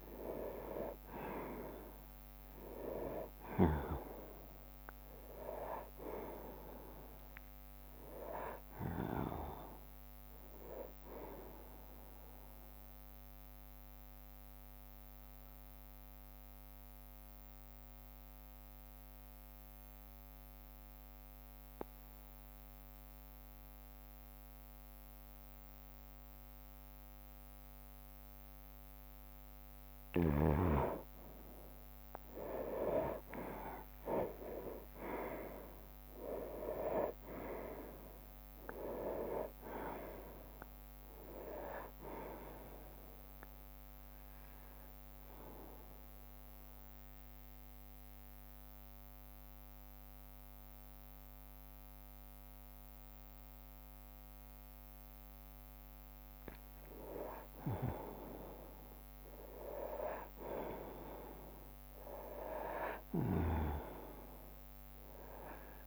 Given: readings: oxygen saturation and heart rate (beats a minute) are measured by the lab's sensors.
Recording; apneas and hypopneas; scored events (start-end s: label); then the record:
breathing in sleep by a microphone on the trachea; 2
0.00-7.50 s: drop in pulse transit time (device-marked, heart rate 66 extreme)
0.50-22.50 s: oxygen desaturation (device-marked, oxygen 97% before, 92% lowest, heart rate 62 before, 57 extreme)
6.50-8.50 s: long interval between heartbeats (device-marked, heart rate 64 before, 70 extreme)
13.50-30.00 s: mixed apnea (oxygen 97% before, 91% lowest, heart rate 67 before, 57 extreme, up 13 after)
16.50-24.50 s: drop in pulse transit time (device-marked, heart rate 68 before, 60 extreme)
20.50-22.50 s: long interval between heartbeats (device-marked, heart rate 67 before, 61 extreme)
23.50-25.50 s: bradycardia (device-marked, heart rate 68 before, 60 extreme)
32.00-36.50 s: arousal
35.50-47.50 s: drop in pulse transit time (device-marked, heart rate 62 before, 67 extreme)
36.50-62.50 s: oxygen desaturation (device-marked, oxygen 98% before, 91% lowest, heart rate 62 before, 58 extreme)
44.50-55.50 s: obstructive apnea (oxygen 98% before, 90% lowest, heart rate 66 before, 58 extreme, up 7 after)
48.50-55.50 s: bradycardia (device-marked, heart rate 68 before, 58 extreme)
57.50-61.00 s: arousal
From the record:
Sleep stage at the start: N2 (light sleep); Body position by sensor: on the right side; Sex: male